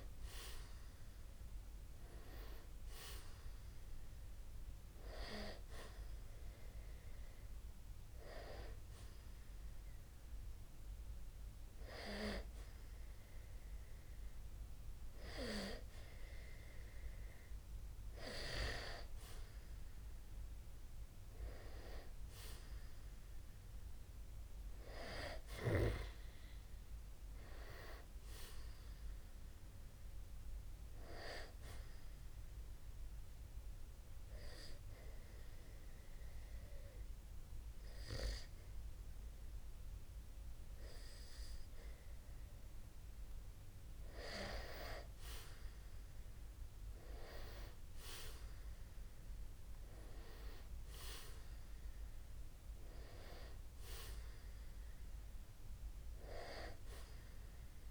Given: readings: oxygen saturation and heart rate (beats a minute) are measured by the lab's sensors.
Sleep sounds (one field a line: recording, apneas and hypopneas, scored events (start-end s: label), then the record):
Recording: breathing in sleep by a room microphone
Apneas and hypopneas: 1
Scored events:
0.00-1.00 s: arousal
4.50-16.50 s: oxygen desaturation (device-marked, oxygen 95% before, 91% lowest, heart rate 58 before, 50 extreme)
23.50-28.00 s: arousal
33.50-44.00 s: obstructive apnea (oxygen 95% before, 90% lowest, heart rate 57 before, 60 extreme, up 1 after)
45.50-50.00 s: arousal
49.50-57.91 s: oxygen desaturation (device-marked, oxygen 94% before, 90% lowest, heart rate 60 before, 50 extreme)
From the record:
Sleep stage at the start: N2 (light sleep)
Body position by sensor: on the back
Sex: male